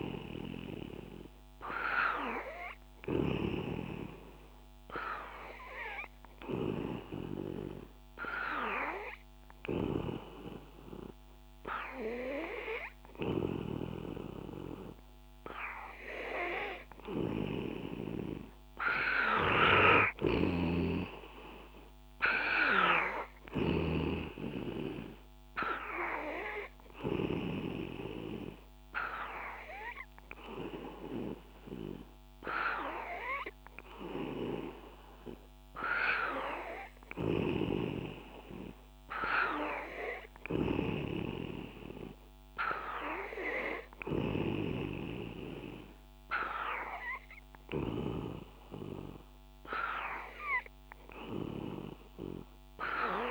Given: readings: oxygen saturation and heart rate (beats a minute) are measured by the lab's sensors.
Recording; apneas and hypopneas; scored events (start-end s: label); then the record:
breathing in sleep by a microphone on the trachea; 1
0.00-8.00 s: oxygen desaturation (device-marked, oxygen 91% lowest, heart rate 67 extreme)
5.50-18.50 s: obstructive apnea (oxygen 96% before, 90% lowest, heart rate 67 before, 67 extreme, up 2 after)
22.50-26.50 s: arousal
From the record:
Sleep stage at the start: N2 (light sleep); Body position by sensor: on the back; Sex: male